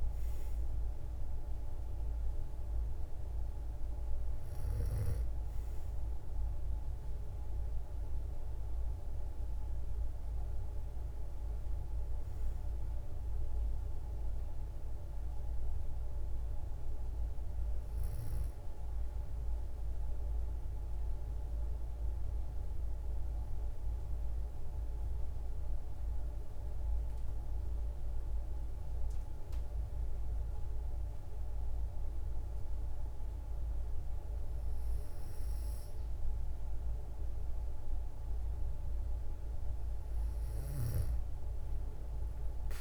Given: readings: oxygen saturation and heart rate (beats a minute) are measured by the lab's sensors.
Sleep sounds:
breathing in sleep, hard to hear, by a room microphone; 1
25.00-36.00 s: hypopnea (oxygen 97% before, 91% lowest, heart rate 55 before, 54 extreme, up 2 after)
38.50-42.50 s: arousal
From the record:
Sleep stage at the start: N2 (light sleep); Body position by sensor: on the back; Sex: female

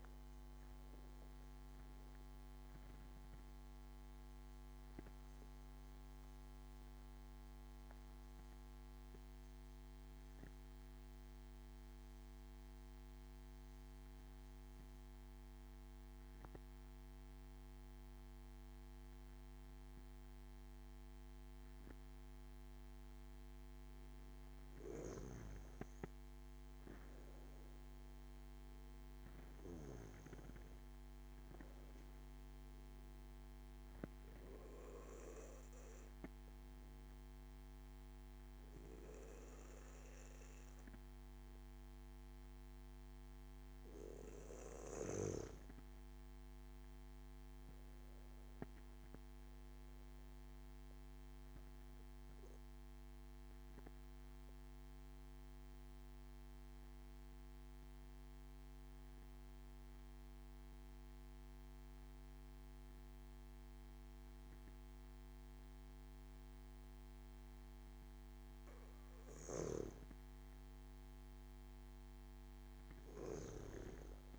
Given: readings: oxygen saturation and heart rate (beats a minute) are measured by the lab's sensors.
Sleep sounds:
breathing in sleep by a microphone on the trachea; 3
0.00-19.50 s: oxygen desaturation (device-marked, oxygen 91% lowest)
4.50-24.00 s: obstructive apnea (oxygen 97% before, 91% lowest)
26.50-30.50 s: arousal
27.50-49.50 s: oxygen desaturation (device-marked, oxygen 96% before, 91% lowest)
34.50-44.50 s: obstructive apnea (oxygen 96% before, 91% lowest)
46.50-50.00 s: arousal
53.00-68.50 s: obstructive apnea (oxygen 96% before, 93% lowest)
From the record:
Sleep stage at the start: N2 (light sleep); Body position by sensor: on the back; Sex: male

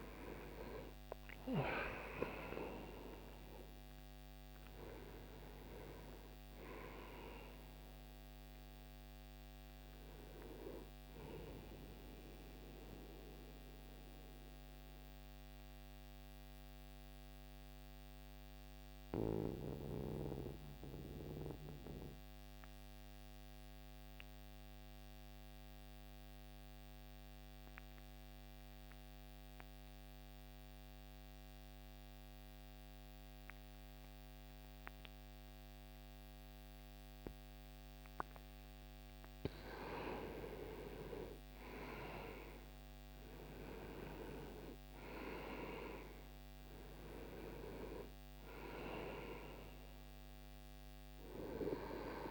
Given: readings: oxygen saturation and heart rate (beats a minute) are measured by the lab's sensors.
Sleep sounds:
breathing in sleep by a microphone on the trachea; 1
0.00-1.00 s: arousal
0.00-26.00 s: oxygen desaturation (device-marked, oxygen 88% lowest)
12.50-38.50 s: mixed apnea (oxygen 98% before, 84% lowest)
34.00-52.31 s: oxygen desaturation (device-marked, oxygen 99% before, 84% lowest)
40.50-44.50 s: arousal
From the record:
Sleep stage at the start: N2 (light sleep); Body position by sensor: on the back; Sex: male

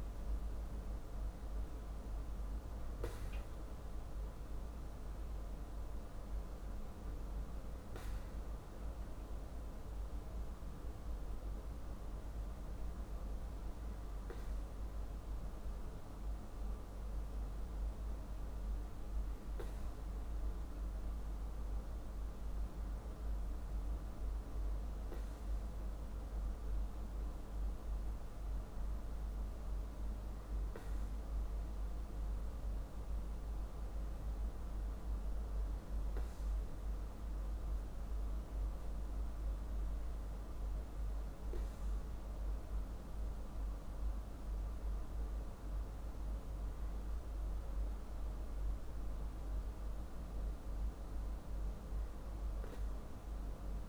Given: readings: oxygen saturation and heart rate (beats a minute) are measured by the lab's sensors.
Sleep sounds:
breathing in sleep, hard to hear, by a room microphone; none
none scored
From the record:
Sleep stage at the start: N2 (light sleep); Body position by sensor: on the back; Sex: male

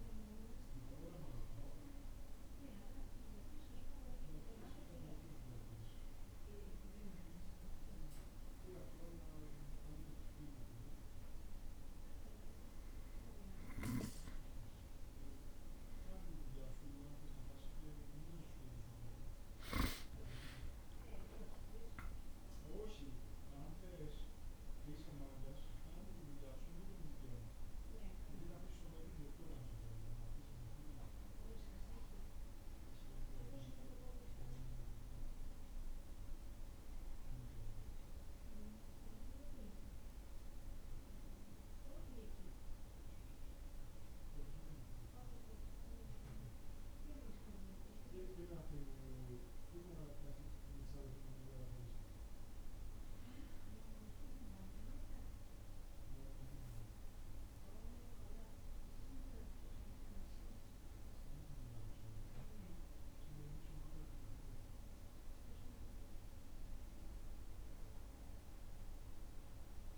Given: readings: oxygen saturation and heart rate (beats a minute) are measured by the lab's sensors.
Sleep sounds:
breathing in sleep by a room microphone; none
19.00-23.50 s: arousal
39.50-69.98 s: new sleep stage, N2 (light sleep)
From the record:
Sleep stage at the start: N1 (lightest sleep); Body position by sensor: on the back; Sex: male

